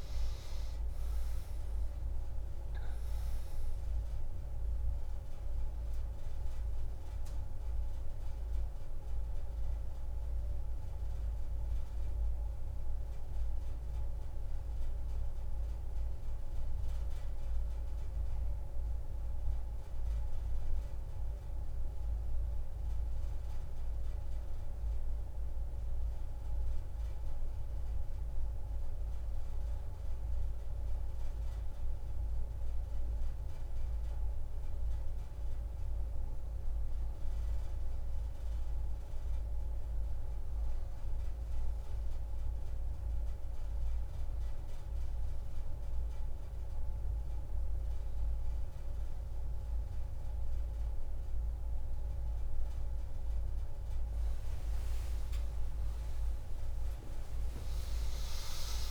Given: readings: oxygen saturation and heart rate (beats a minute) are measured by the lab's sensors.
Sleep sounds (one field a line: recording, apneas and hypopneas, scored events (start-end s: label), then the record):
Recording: a person partly awake in a sleep study, hard to hear, by a room microphone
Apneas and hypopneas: 1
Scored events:
0.00-2.00 s: arousal
0.00-21.00 s: oxygen desaturation (device-marked, oxygen 95% before, 92% lowest)
17.50-37.00 s: obstructive apnea (oxygen 95% before, 93% lowest)
41.00-58.91 s: new sleep stage, awake
From the record:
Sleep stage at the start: N2 (light sleep)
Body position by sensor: on the back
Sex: female